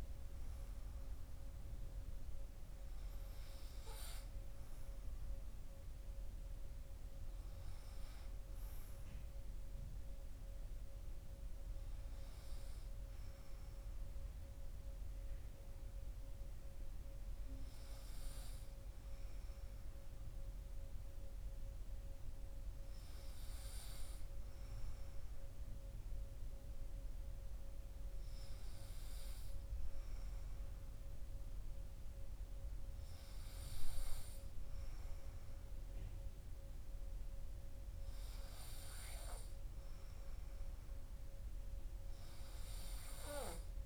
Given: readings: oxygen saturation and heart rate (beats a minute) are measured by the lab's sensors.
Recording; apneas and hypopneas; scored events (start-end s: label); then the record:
breathing in sleep, hard to hear, by a room microphone; none
none scored
From the record:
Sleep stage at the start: N2 (light sleep); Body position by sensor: on the right side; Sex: male